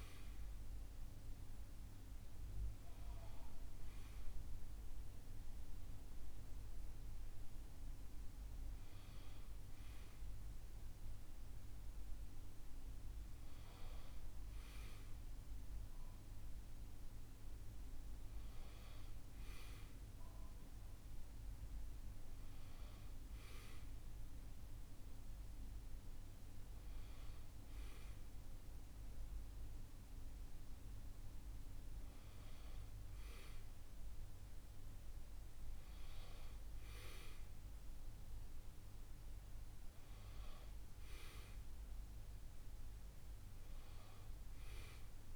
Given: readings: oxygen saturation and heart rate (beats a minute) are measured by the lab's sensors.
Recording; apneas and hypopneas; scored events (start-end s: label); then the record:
breathing in sleep, hard to hear, by a room microphone; none
none scored
From the record:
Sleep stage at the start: N1 (lightest sleep); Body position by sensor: on the back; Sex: male